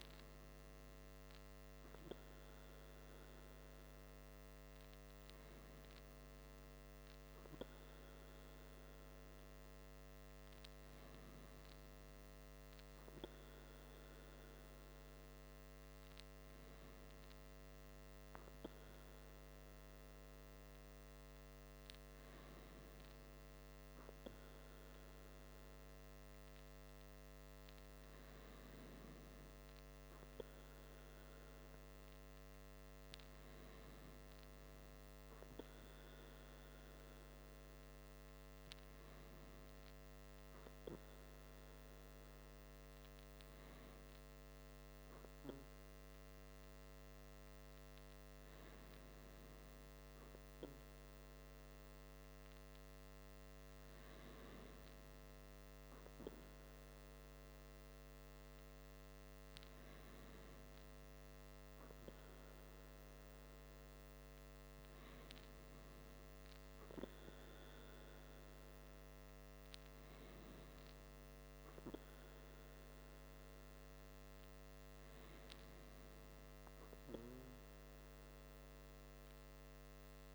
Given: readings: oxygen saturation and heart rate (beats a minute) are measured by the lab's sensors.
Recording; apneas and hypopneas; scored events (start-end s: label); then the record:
breathing in sleep, hard to hear, by a microphone on the trachea; none
none scored
From the record:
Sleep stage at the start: N2 (light sleep); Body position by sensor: on the back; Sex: male